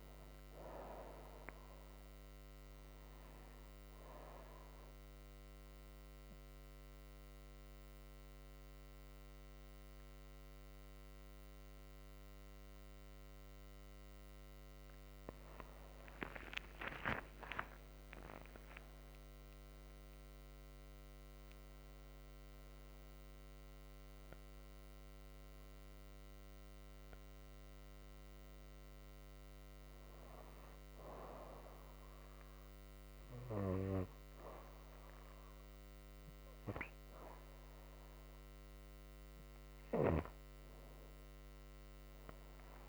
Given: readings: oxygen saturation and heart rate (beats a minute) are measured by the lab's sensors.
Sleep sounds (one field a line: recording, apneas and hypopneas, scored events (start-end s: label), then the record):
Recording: breathing in sleep by a microphone on the trachea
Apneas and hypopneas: 1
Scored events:
0.00-11.50 s: oxygen desaturation (device-marked, oxygen 89% lowest, heart rate 56 extreme)
6.00-16.00 s: obstructive apnea (oxygen 97% before, 89% lowest, heart rate 82 before, 59 extreme, up 52 after)
9.50-39.50 s: new sleep stage, N1 (lightest sleep)
16.50-21.00 s: arousal
39.50-42.89 s: new sleep stage, awake
From the record:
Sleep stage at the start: N2 (light sleep)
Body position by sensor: on the right side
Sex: female